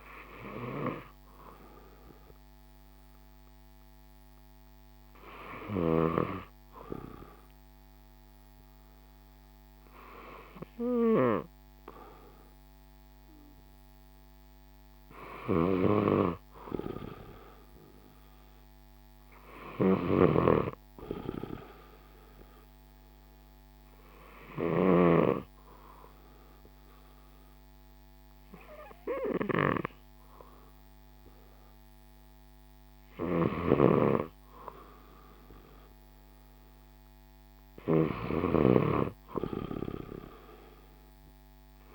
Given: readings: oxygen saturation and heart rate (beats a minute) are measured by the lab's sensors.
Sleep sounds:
breathing in sleep by a microphone on the trachea; 1
0.00-4.50 s: drop in pulse transit time (device-marked, heart rate 57 extreme)
19.50-25.00 s: snoring (device-marked)
21.50-33.00 s: obstructive apnea (oxygen 95% before, 90% lowest, heart rate 59 before, 57 extreme, up 1 after)
33.00-41.95 s: snoring (device-marked)
36.00-39.00 s: arousal
From the record:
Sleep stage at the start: N2 (light sleep); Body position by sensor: on the left side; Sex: male

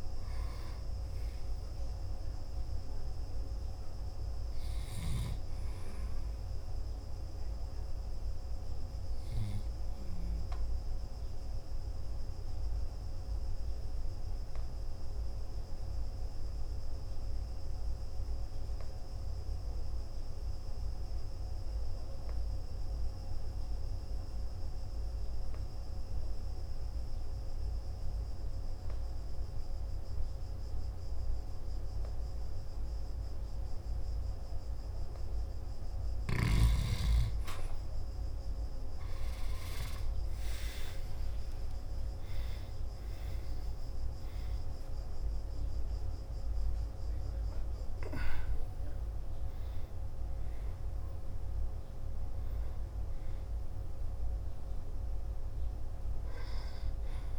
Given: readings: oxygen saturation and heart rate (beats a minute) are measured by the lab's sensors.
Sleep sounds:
breathing in sleep, hard to hear, by a room microphone; 1
0.00-1.50 s: oxygen desaturation (device-marked, oxygen 91% lowest, heart rate 54 extreme)
9.50-25.50 s: oxygen desaturation (device-marked, oxygen 93% before, 89% lowest, heart rate 60 before, 47 extreme)
11.50-35.50 s: obstructive apnea (oxygen 96% before, 89% lowest, heart rate 59 before, 47 extreme, up 5 after)
38.00-42.00 s: arousal
40.50-54.50 s: oxygen desaturation (device-marked, oxygen 98% before, 94% lowest, heart rate 51 before, 54 extreme)
From the record:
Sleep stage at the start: N2 (light sleep); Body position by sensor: on the back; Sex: male

